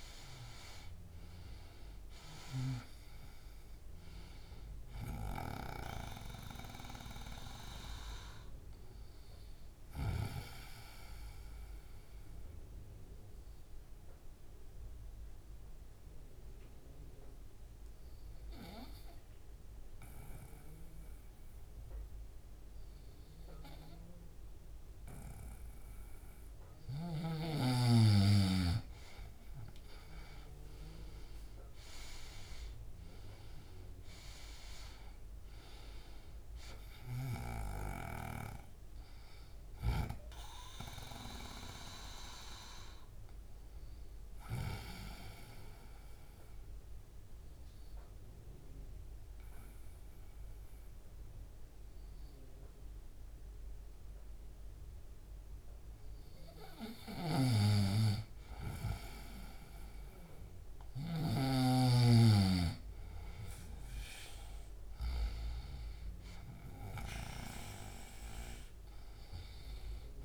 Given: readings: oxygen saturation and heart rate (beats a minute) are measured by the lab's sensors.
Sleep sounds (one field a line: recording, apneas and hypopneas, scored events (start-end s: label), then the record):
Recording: breathing in sleep by a room microphone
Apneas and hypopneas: 2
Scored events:
0.00-1.00 s: arousal
0.00-10.00 s: snoring (device-marked)
0.00-26.50 s: oxygen desaturation (device-marked, oxygen 90% lowest, heart rate 139 extreme)
10.50-26.50 s: obstructive apnea (oxygen 98% before, 90% lowest, heart rate 165 before, 139 extreme, up 15 after)
29.00-33.00 s: arousal
36.50-40.00 s: snoring (device-marked)
36.50-58.50 s: oxygen desaturation (device-marked, oxygen 98% before, 92% lowest, heart rate 181 before, 139 extreme)
44.50-57.00 s: obstructive apnea (oxygen 98% before, 92% lowest, heart rate 170 before, 139 extreme, up 48 after)
57.00-61.00 s: snoring (device-marked)
59.00-62.00 s: arousal
From the record:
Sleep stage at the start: N2 (light sleep)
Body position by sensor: on the right side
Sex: male